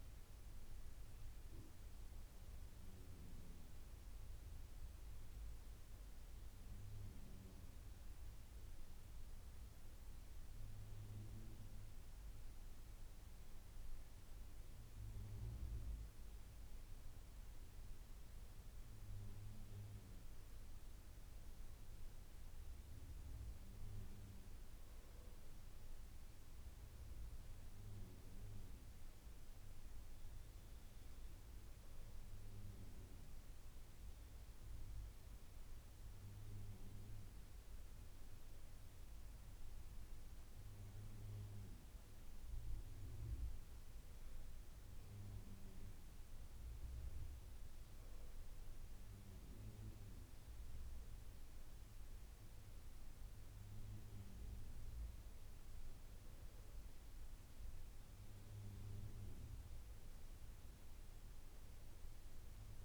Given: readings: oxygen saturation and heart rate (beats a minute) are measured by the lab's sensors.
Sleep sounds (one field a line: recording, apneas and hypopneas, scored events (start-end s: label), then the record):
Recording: breathing in sleep, hard to hear, by a room microphone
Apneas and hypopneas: 1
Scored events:
1.00-4.00 s: arousal
6.00-18.00 s: obstructive apnea (oxygen 96% before, 92% lowest, heart rate 85 before, 81 extreme, up 6 after)
14.50-62.85 s: new sleep stage, N2 (light sleep)
21.50-25.00 s: arousal
From the record:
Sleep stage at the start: N1 (lightest sleep)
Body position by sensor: on the back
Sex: male